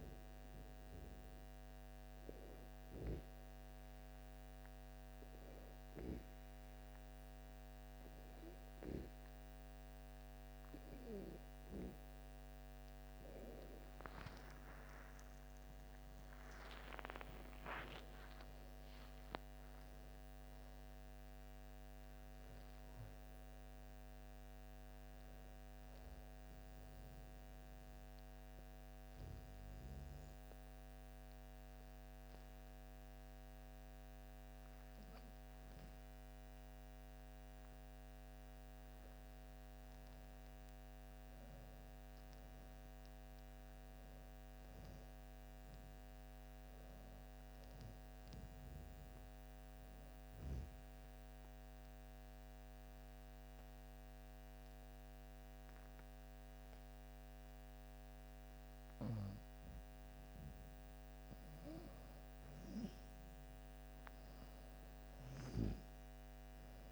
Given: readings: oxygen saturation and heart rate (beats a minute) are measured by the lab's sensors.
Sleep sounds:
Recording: breathing in sleep, hard to hear, by a microphone on the trachea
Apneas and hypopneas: 3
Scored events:
0.00-6.00 s: oxygen desaturation (device-marked, oxygen 91% lowest, heart rate 64 extreme)
0.50-11.50 s: obstructive apnea (oxygen 95% before, 91% lowest, heart rate 67 before, 64 extreme, up 54 after)
15.00-19.50 s: arousal
26.00-38.50 s: obstructive apnea (oxygen 96% before, 90% lowest)
40.00-44.00 s: arousal
45.00-57.00 s: oxygen desaturation (device-marked, oxygen 96% before, 91% lowest)
50.50-60.50 s: mixed apnea (oxygen 96% before, 90% lowest)
64.00-66.92 s: arousal
From the record:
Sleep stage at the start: N2 (light sleep)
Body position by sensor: on the back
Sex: female

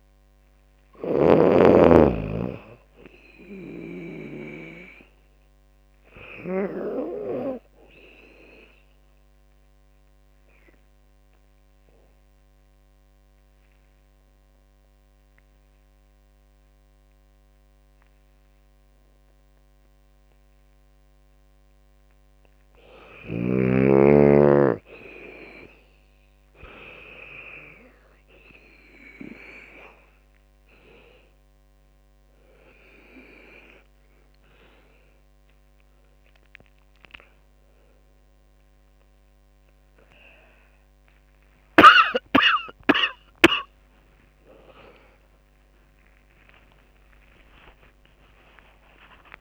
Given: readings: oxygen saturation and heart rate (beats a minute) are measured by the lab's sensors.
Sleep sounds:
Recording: breathing in sleep by a microphone on the trachea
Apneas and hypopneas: 1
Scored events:
0.00-1.00 s: arousal
0.00-4.00 s: snoring (device-marked)
2.00-20.00 s: oxygen desaturation (device-marked, oxygen 97% before, 90% lowest, heart rate 79 before, 73 extreme)
8.00-22.00 s: obstructive apnea (oxygen 99% before, 90% lowest, heart rate 79 before, 73 extreme, up 16 after)
28.00-44.00 s: drop in pulse transit time (device-marked, heart rate 79 before, 88 extreme)
29.00-49.00 s: oxygen desaturation (device-marked, oxygen 99% before, 91% lowest, heart rate 79 before, 91 extreme)
41.00-49.41 s: new sleep stage, awake
44.00-49.41 s: tachycardia (device-marked, heart rate 78 before, 174 extreme)
48.00-49.41 s: long interval between heartbeats (device-marked, heart rate 94 before, 117 extreme)
From the record:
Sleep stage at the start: N2 (light sleep)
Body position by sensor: on the back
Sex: female

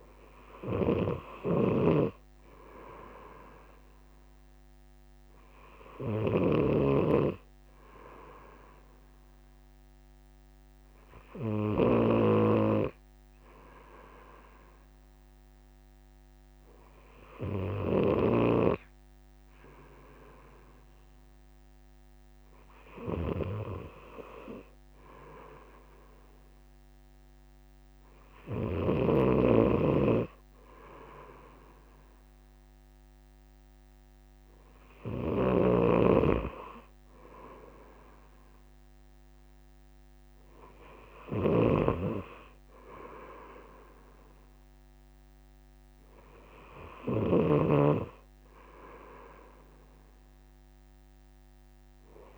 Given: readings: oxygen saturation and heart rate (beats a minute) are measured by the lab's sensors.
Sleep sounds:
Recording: breathing in sleep by a microphone on the trachea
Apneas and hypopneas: none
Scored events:
0.50-29.00 s: snoring (device-marked)
41.50-47.50 s: snoring (device-marked)
From the record:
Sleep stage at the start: N2 (light sleep)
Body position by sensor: on the right side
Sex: male

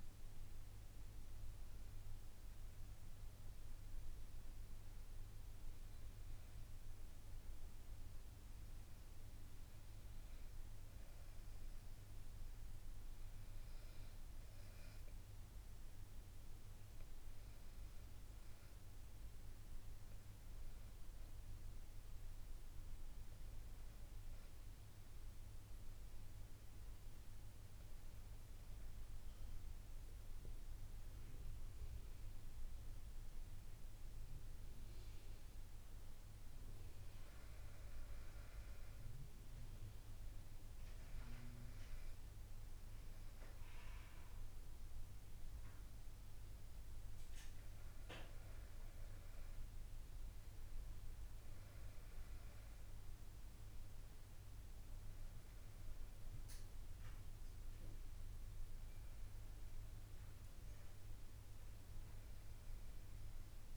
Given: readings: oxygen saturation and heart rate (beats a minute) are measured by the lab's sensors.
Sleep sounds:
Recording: breathing in sleep, hard to hear, by a room microphone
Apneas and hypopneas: 1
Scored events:
0.00-1.00 s: arousal
4.50-18.00 s: hypopnea (oxygen 100% before, 96% lowest, heart rate 73 before, 65 extreme, up 1 after)
18.50-34.50 s: oxygen desaturation (device-marked, oxygen 100% before, 96% lowest, heart rate 66 before, 65 extreme)
20.00-24.00 s: arousal
From the record:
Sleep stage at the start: N2 (light sleep)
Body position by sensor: on the back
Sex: female

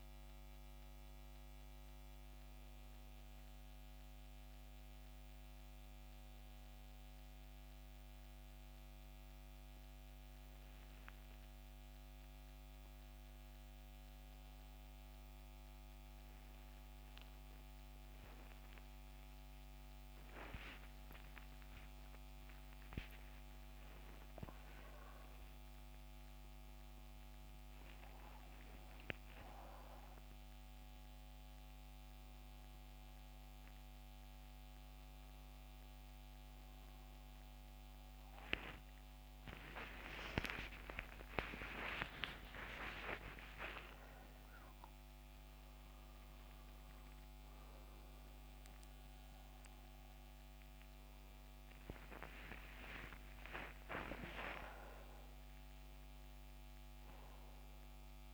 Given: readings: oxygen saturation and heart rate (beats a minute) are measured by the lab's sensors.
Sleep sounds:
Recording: a person partly awake in a sleep study, by a microphone on the trachea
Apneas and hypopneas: 1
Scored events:
0.00-8.50 s: oxygen desaturation (device-marked, oxygen 90% lowest, heart rate 75 extreme)
7.00-10.00 s: arousal
15.00-25.00 s: obstructive apnea (oxygen 94% before, 89% lowest, heart rate 77 before, 81 extreme, up 21 after)
34.50-49.50 s: oxygen desaturation (device-marked, oxygen 93% before, 89% lowest, heart rate 87 before, 77 extreme)
36.50-58.33 s: new sleep stage, awake
From the record:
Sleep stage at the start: N1 (lightest sleep)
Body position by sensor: on the back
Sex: male

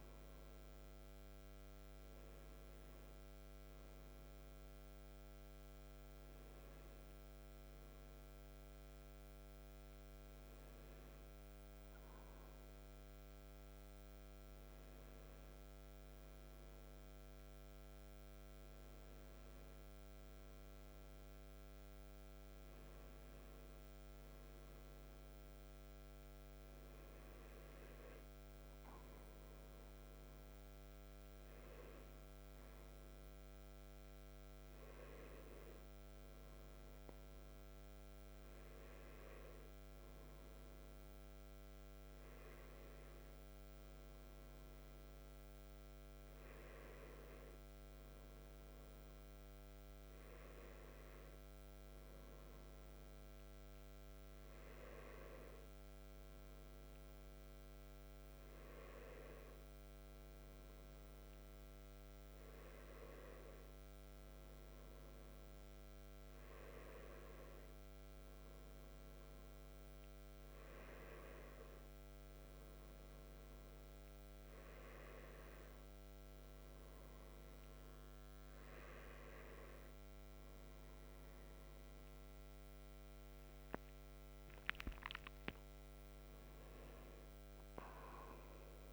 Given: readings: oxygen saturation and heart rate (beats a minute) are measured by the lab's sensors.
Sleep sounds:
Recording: a person awake in a sleep study, hard to hear, by a microphone on the trachea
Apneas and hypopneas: none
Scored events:
none scored
From the record:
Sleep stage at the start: awake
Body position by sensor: on the right side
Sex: male

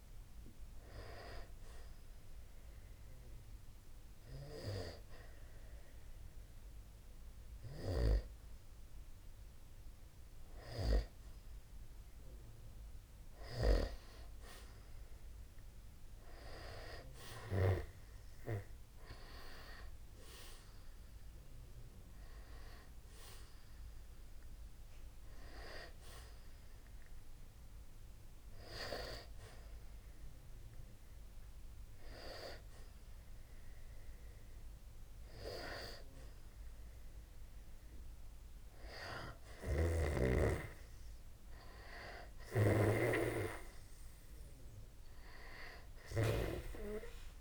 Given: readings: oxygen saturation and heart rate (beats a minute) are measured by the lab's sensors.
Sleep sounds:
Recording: breathing in sleep by a room microphone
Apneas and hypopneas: 1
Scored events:
1.00-12.00 s: hypopnea (oxygen 94% before, 90% lowest, heart rate 64 before, 52 extreme, up 0 after)
14.50-18.50 s: arousal
20.00-33.00 s: oxygen desaturation (device-marked, oxygen 93% before, 90% lowest, heart rate 63 before, 52 extreme)
From the record:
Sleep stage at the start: N2 (light sleep)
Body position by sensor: on the back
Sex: male

